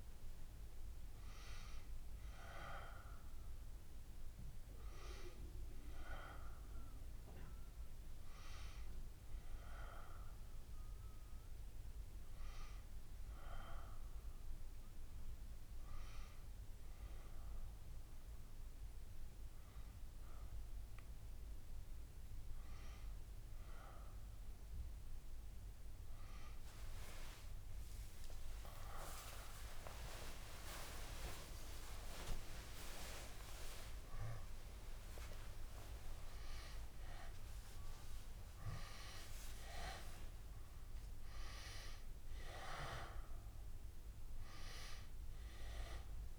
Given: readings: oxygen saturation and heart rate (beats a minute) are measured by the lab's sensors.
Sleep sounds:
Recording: breathing in sleep by a room microphone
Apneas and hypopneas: none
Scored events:
39.50-44.50 s: arousal
43.50-46.39 s: oxygen desaturation (device-marked, oxygen 94% before, 91% lowest, heart rate 73 before, 72 extreme)
From the record:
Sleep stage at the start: N2 (light sleep)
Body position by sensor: on the left side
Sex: female

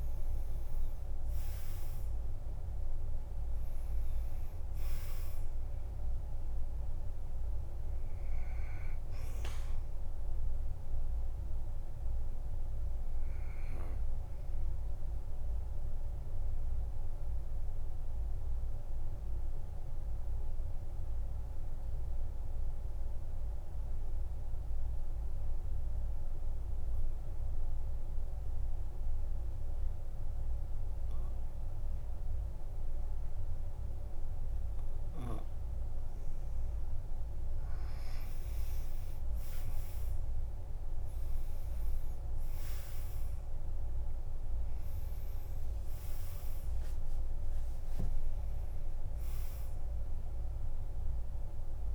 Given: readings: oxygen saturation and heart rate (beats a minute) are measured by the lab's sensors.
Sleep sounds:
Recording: breathing in sleep, hard to hear, by a room microphone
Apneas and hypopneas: 1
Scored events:
0.00-2.00 s: arousal
0.00-22.00 s: oxygen desaturation (device-marked, oxygen 92% lowest, heart rate 47 extreme)
16.00-36.50 s: obstructive apnea (oxygen 99% before, 90% lowest, heart rate 54 before, 46 extreme, up 12 after)
39.00-42.00 s: arousal
40.00-51.95 s: oxygen desaturation (device-marked, oxygen 98% before, 90% lowest, heart rate 50 before, 46 extreme)
From the record:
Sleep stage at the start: N2 (light sleep)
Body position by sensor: on the back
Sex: male

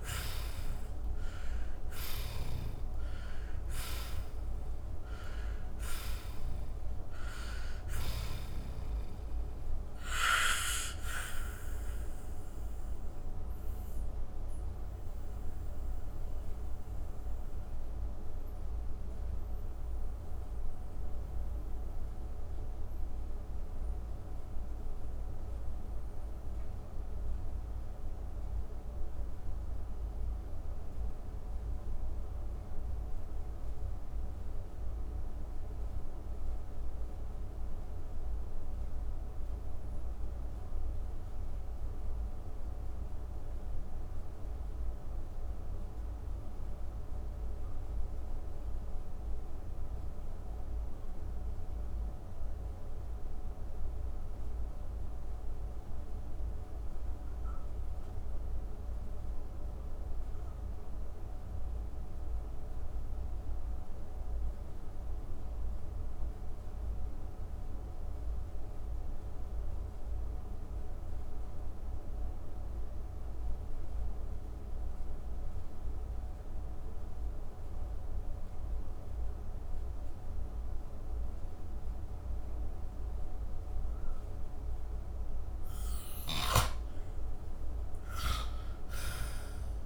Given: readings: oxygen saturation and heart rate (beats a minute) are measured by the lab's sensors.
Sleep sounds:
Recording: breathing in sleep by a room microphone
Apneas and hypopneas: 1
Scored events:
0.00-48.00 s: oxygen desaturation (device-marked, oxygen 74% lowest, heart rate 77 extreme)
10.00-85.50 s: mixed apnea (oxygen 96% before, 74% lowest, heart rate 122 before, 73 extreme, up 19 after)
79.00-89.86 s: oxygen desaturation (device-marked, oxygen 97% before, 79% lowest, heart rate 136 before, 25 extreme)
87.00-89.86 s: arousal
From the record:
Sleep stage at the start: N2 (light sleep)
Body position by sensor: on the back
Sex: male

